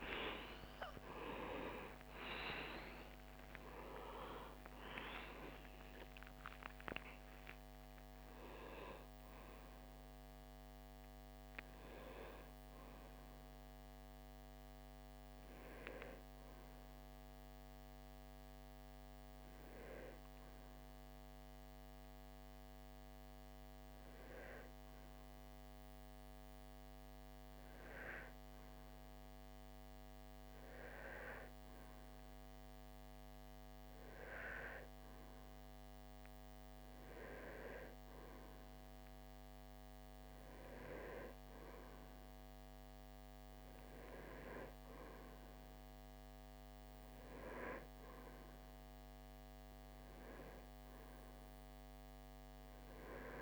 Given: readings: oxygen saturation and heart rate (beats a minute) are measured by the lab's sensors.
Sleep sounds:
a person partly awake in a sleep study, by a microphone on the trachea; none
10.00-19.00 s: oxygen desaturation (device-marked, oxygen 93% before, 90% lowest)
24.00-53.42 s: new sleep stage, N1 (lightest sleep)
41.00-53.42 s: oxygen desaturation (device-marked, oxygen 98% before, 94% lowest)
From the record:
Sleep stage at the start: awake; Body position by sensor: on the back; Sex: male

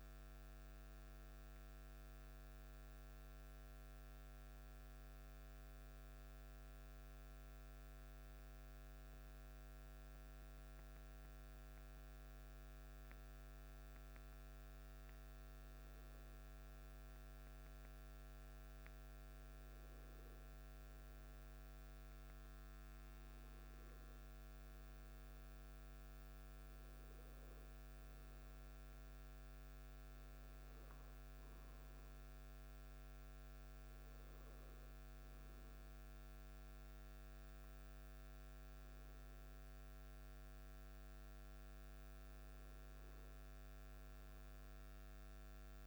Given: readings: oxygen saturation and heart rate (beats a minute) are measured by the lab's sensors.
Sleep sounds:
breathing in sleep, hard to hear, by a microphone on the trachea; 1
2.50-15.50 s: hypopnea (oxygen 99% before, 95% lowest, heart rate 53 before, 48 extreme, up 3 after)
18.00-23.00 s: arousal
21.50-45.87 s: oxygen desaturation (device-marked, oxygen 98% before, 95% lowest, heart rate 52 before, 48 extreme)
From the record:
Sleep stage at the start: N1 (lightest sleep); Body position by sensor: on the back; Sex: male

